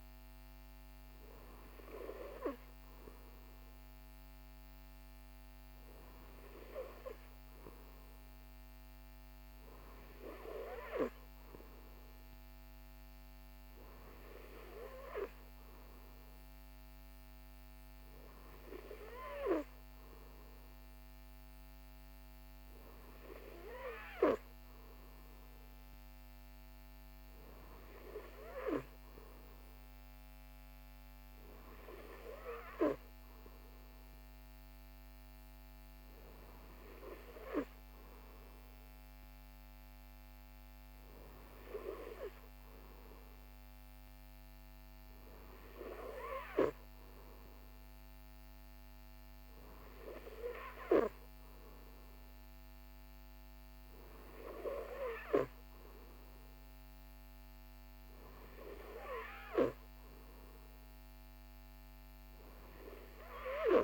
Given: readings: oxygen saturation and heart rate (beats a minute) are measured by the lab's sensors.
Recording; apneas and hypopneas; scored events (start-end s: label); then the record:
breathing in sleep by a microphone on the trachea; none
none scored
From the record:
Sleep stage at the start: N3 (deep sleep); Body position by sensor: on the right side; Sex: male